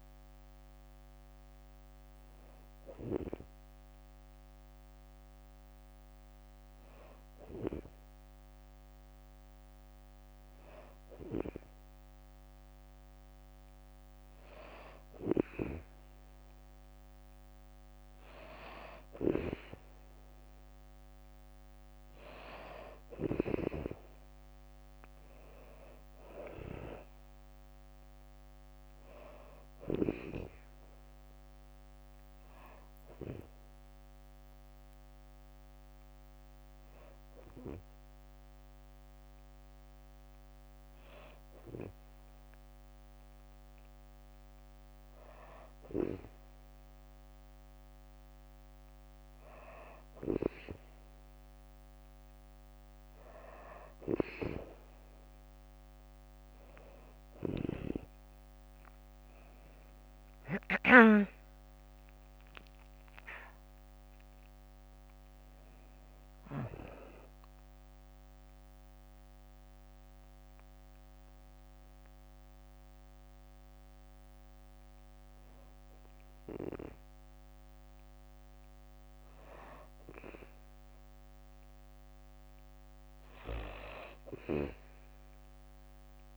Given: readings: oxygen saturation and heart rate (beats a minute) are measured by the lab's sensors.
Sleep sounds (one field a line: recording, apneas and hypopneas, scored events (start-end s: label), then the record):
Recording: breathing in sleep by a microphone on the trachea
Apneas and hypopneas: 1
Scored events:
0.00-4.00 s: oxygen desaturation (device-marked, oxygen 93% lowest, heart rate 61 extreme)
18.00-37.00 s: oxygen desaturation (device-marked, oxygen 96% before, 92% lowest, heart rate 64 before, 62 extreme)
24.00-37.00 s: drop in pulse transit time (device-marked, heart rate 64 before, 64 extreme)
57.00-66.50 s: snoring (device-marked)
58.00-73.00 s: drop in pulse transit time (device-marked, heart rate 64 before, 66 extreme)
59.50-63.50 s: arousal
67.50-78.50 s: hypopnea (oxygen 96% before, 92% lowest, heart rate 70 before, 62 extreme, up 2 after)
84.00-86.37 s: arousal
From the record:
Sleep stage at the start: N2 (light sleep)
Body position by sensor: on the back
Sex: female